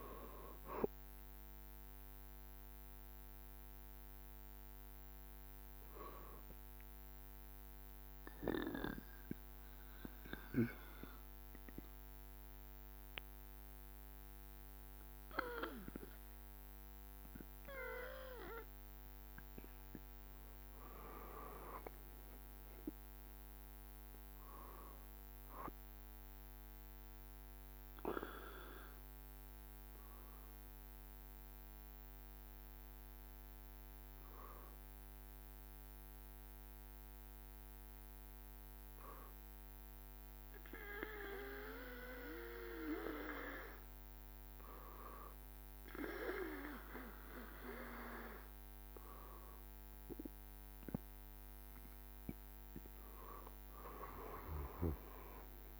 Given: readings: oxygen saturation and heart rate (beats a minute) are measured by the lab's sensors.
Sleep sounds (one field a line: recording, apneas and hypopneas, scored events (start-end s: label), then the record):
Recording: breathing in sleep by a microphone on the trachea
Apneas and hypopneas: 1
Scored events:
0.00-4.50 s: drop in pulse transit time (device-marked, heart rate 73 extreme)
0.00-17.50 s: oxygen desaturation (device-marked, oxygen 86% lowest, heart rate 64 extreme)
18.50-22.00 s: arousal
27.50-45.50 s: hypopnea (oxygen 99% before, 95% lowest, heart rate 74 before, 66 extreme, up 4 after)
50.50-55.00 s: arousal
From the record:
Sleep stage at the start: N2 (light sleep)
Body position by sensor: on the back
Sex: male